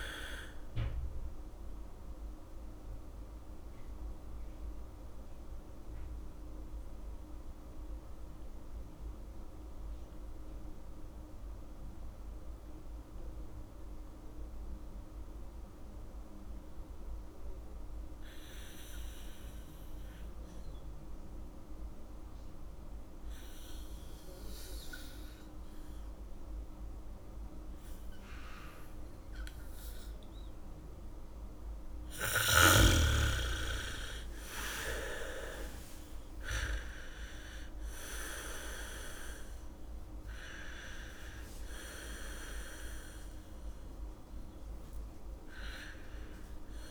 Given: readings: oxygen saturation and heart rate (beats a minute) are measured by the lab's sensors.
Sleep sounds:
breathing in sleep by a room microphone; 1
0.00-10.50 s: oxygen desaturation (device-marked, oxygen 77% lowest, heart rate 56 extreme)
2.00-31.50 s: mixed apnea (oxygen 97% before, 77% lowest, heart rate 67 before, 47 extreme)
24.50-46.90 s: oxygen desaturation (device-marked, oxygen 100% before, 78% lowest, heart rate 75 before, 47 extreme)
32.50-38.50 s: bradycardia (device-marked, heart rate 72 before, 47 extreme)
33.50-37.50 s: arousal
From the record:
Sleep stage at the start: N2 (light sleep); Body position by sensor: on the back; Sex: female

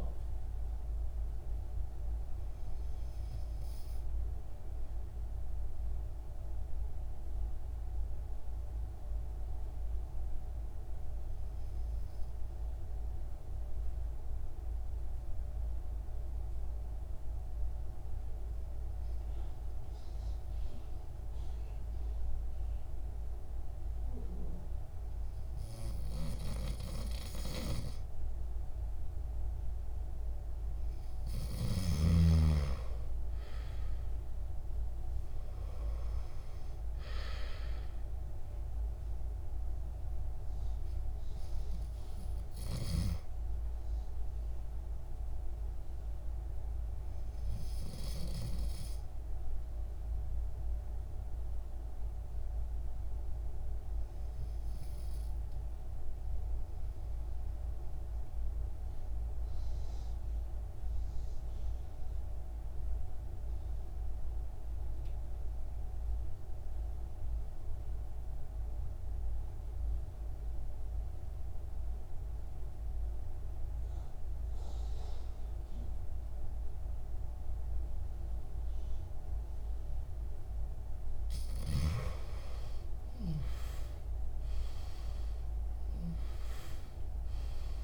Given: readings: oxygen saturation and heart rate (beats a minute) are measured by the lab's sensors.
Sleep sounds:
breathing in sleep by a room microphone; 2
1.50-10.50 s: oxygen desaturation (device-marked, oxygen 95% before, 92% lowest, heart rate 62 before, 55 extreme)
3.00-26.00 s: obstructive apnea (oxygen 97% before, 92% lowest, heart rate 62 before, 55 extreme, up 6 after)
27.50-31.00 s: arousal
46.00-80.50 s: obstructive apnea (oxygen 99% before, 90% lowest, heart rate 61 before, 51 extreme, up 18 after)
81.50-86.00 s: arousal
From the record:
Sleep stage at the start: N2 (light sleep); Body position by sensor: on the back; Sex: male

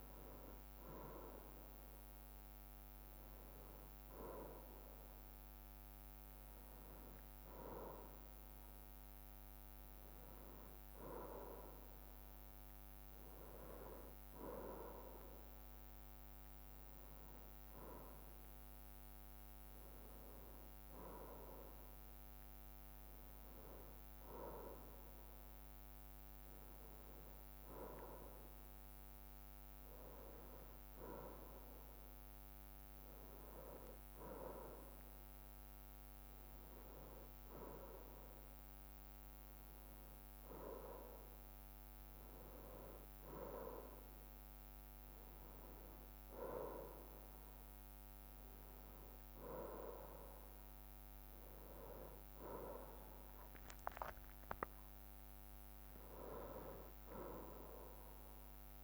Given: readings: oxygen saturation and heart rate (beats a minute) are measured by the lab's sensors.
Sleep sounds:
breathing in sleep by a microphone on the trachea; none
none scored
From the record:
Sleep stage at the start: N1 (lightest sleep); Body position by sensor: on the right side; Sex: male

